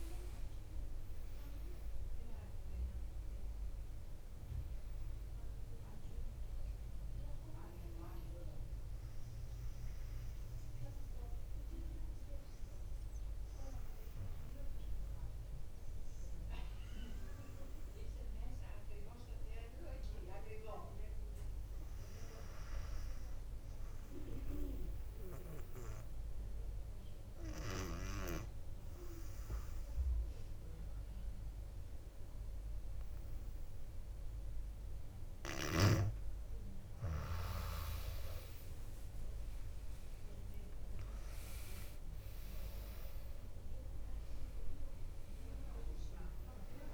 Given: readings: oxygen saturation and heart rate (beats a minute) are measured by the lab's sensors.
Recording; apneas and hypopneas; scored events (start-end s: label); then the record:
breathing in sleep by a room microphone; 1
0.00-1.50 s: arousal
0.00-14.50 s: oxygen desaturation (device-marked, oxygen 95% lowest, heart rate 57 extreme)
24.00-37.00 s: obstructive apnea (oxygen 98% before, 94% lowest, heart rate 60 before, 54 extreme, up 6 after)
38.50-42.50 s: arousal
From the record:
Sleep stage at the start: N2 (light sleep); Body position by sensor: on the back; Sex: female